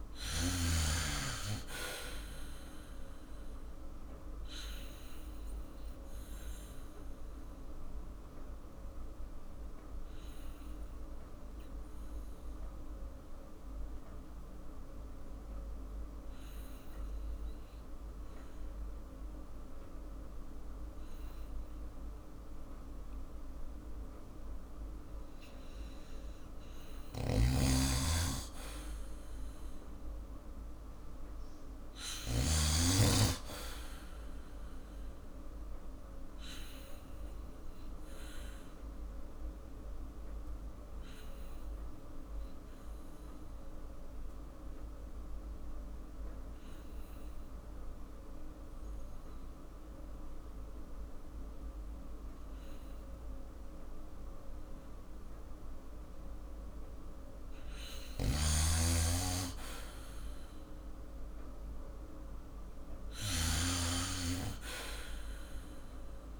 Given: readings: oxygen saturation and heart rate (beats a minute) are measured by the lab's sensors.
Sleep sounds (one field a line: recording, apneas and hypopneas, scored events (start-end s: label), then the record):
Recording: breathing in sleep by a room microphone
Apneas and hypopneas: 2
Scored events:
0.00-1.00 s: arousal
5.00-27.00 s: obstructive apnea (oxygen 97% before, 91% lowest, heart rate 53 before, 48 extreme, up 5 after)
23.00-36.00 s: oxygen desaturation (device-marked, oxygen 96% before, 91% lowest, heart rate 54 before, 48 extreme)
27.00-32.50 s: snoring (device-marked)
28.50-32.50 s: arousal
35.00-57.00 s: obstructive apnea (oxygen 97% before, 91% lowest, heart rate 52 before, 47 extreme, up 7 after)
55.00-66.39 s: oxygen desaturation (device-marked, oxygen 97% before, 91% lowest, heart rate 52 before, 47 extreme)
58.00-63.50 s: snoring (device-marked)
59.50-63.50 s: arousal
From the record:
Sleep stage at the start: N2 (light sleep)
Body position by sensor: on the back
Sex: male